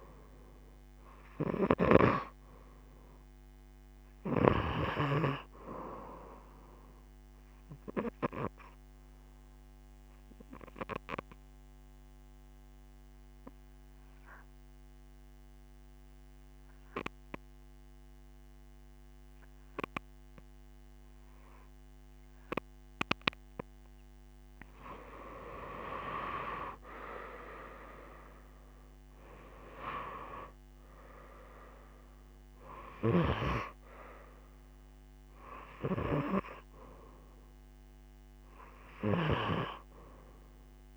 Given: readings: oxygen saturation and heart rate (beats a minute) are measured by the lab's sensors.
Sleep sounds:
breathing in sleep by a microphone on the trachea; 1
0.00-5.00 s: snoring (device-marked)
0.00-13.00 s: oxygen desaturation (device-marked, oxygen 90% lowest)
7.00-23.00 s: obstructive apnea (oxygen 94% before, 86% lowest)
25.50-29.50 s: arousal
26.00-40.96 s: oxygen desaturation (device-marked, oxygen 94% before, 86% lowest)
From the record:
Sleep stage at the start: N2 (light sleep); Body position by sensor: on the right side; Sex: female

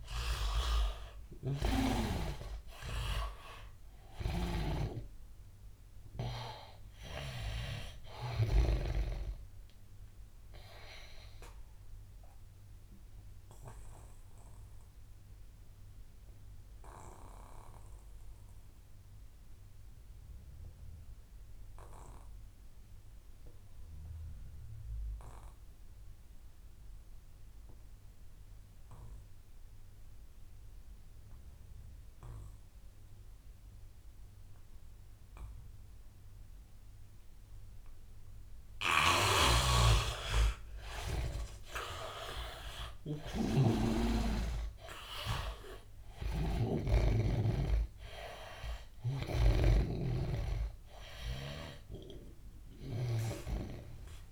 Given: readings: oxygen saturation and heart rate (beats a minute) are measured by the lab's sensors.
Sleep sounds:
breathing in sleep by a room microphone; 1
0.00-3.00 s: arousal
0.00-23.00 s: oxygen desaturation (device-marked, oxygen 77% lowest, heart rate 81 extreme)
1.50-8.50 s: snoring (device-marked)
11.00-38.00 s: obstructive apnea (oxygen 97% before, 77% lowest, heart rate 89 before, 81 extreme, up 8 after)
33.00-54.31 s: oxygen desaturation (device-marked, oxygen 100% before, 80% lowest, heart rate 85 before, 79 extreme)
39.00-54.31 s: snoring (device-marked)
42.00-46.50 s: arousal
From the record:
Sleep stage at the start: N2 (light sleep); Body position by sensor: on the back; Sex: male

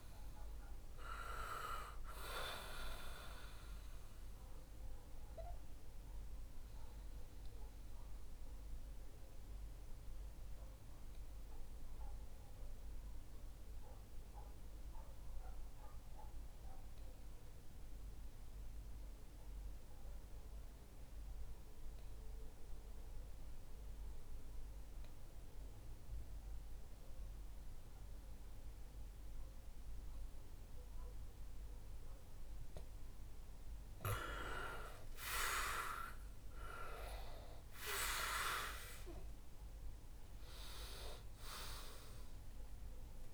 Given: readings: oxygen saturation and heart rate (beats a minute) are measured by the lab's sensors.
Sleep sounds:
breathing in sleep by a room microphone; 1
4.50-32.00 s: mixed apnea (oxygen 96% before, 88% lowest, heart rate 68 before, 57 extreme, up 6 after)
33.00-36.50 s: arousal
37.00-43.34 s: oxygen desaturation (device-marked, oxygen 96% before, 88% lowest, heart rate 64 before, 57 extreme)
From the record:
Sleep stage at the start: N2 (light sleep); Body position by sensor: on the back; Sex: male

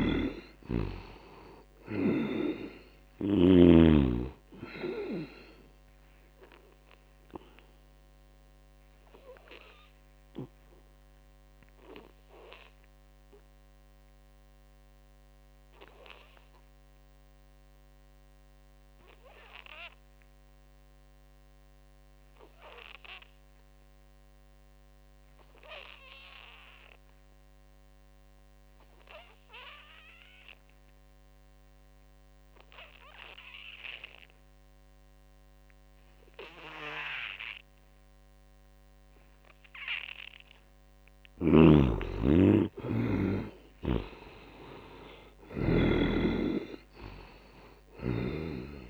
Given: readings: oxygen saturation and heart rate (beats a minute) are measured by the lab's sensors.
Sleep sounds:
breathing in sleep by a microphone on the trachea; 1
0.00-3.00 s: snoring (device-marked)
0.00-18.00 s: oxygen desaturation (device-marked, oxygen 71% lowest, heart rate 59 extreme)
6.50-38.50 s: obstructive apnea (oxygen 98% before, 71% lowest, heart rate 68 before, 59 extreme, up 2 after)
20.00-48.90 s: oxygen desaturation (device-marked, oxygen 99% before, 71% lowest, heart rate 78 before, 59 extreme)
40.50-44.50 s: arousal
45.50-48.90 s: snoring (device-marked)
From the record:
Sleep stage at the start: N2 (light sleep); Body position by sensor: on the back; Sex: male

